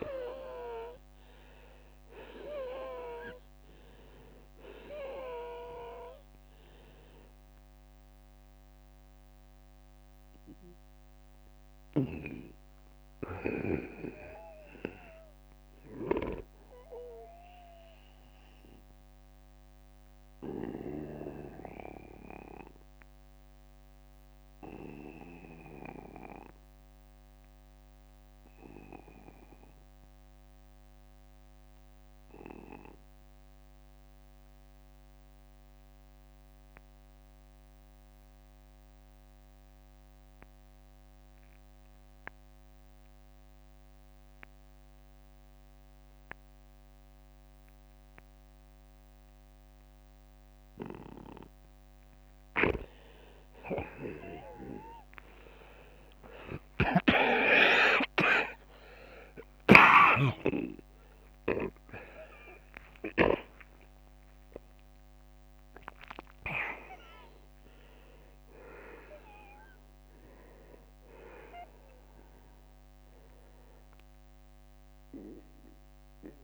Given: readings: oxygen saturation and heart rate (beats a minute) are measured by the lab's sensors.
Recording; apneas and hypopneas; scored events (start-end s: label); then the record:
breathing in sleep by a microphone on the trachea; 1
0.00-10.00 s: oxygen desaturation (device-marked, oxygen 88% lowest, heart rate 48 extreme)
9.50-11.50 s: long interval between heartbeats (device-marked, heart rate 63 before, 66 extreme)
17.00-34.00 s: oxygen desaturation (device-marked, oxygen 89% before, 79% lowest, heart rate 62 before, 48 extreme)
26.00-28.00 s: long interval between heartbeats (device-marked, heart rate 60 before, 60 extreme)
27.50-50.00 s: obstructive apnea (oxygen 91% before, 79% lowest, heart rate 59 before, 48 extreme, up 15 after)
43.00-45.00 s: long interval between heartbeats (device-marked, heart rate 55 before, 55 extreme)
52.00-56.50 s: arousal
56.00-59.50 s: snoring (device-marked)
61.00-76.44 s: new sleep stage, N1 (lightest sleep)
63.00-72.00 s: oxygen desaturation (device-marked, oxygen 94% before, 91% lowest, heart rate 57 before, 53 extreme)
From the record:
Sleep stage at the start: N2 (light sleep); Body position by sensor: on the back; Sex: male